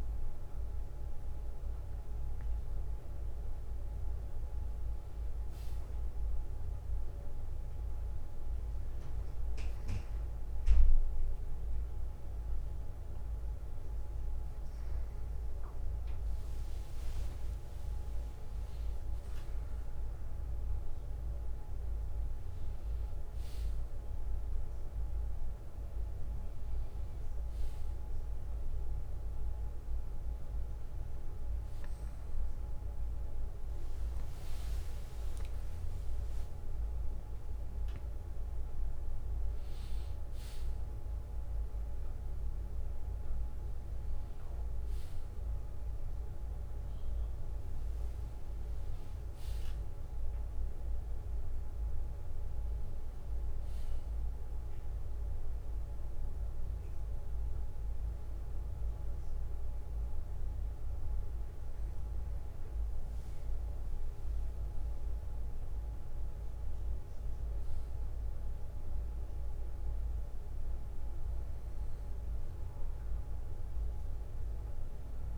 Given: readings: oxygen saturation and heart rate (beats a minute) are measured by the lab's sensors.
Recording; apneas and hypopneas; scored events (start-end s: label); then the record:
a person awake in a sleep study, hard to hear, by a room microphone; none
10.50-12.50 s: bradycardia (device-marked, heart rate 67 before, 63 extreme)
13.50-15.50 s: bradycardia (device-marked, heart rate 67 before, 58 extreme)
47.50-75.37 s: new sleep stage, N1 (lightest sleep)
From the record:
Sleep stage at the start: awake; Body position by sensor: on the back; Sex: male